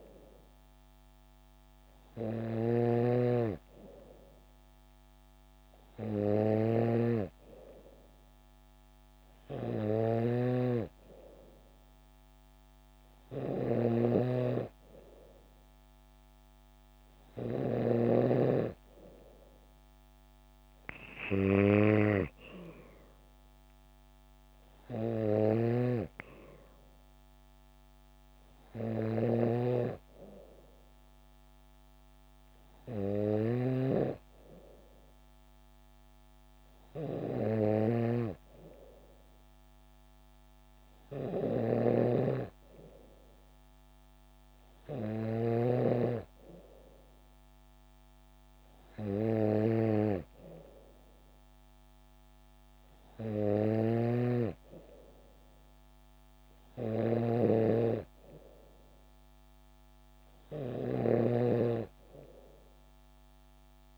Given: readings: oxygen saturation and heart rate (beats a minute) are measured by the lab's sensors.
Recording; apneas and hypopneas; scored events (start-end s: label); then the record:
breathing in sleep by a microphone on the trachea; none
0.00-18.00 s: snoring (device-marked)
25.50-46.00 s: snoring (device-marked)
54.00-63.98 s: snoring (device-marked)
From the record:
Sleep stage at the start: N3 (deep sleep); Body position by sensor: on the back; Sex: female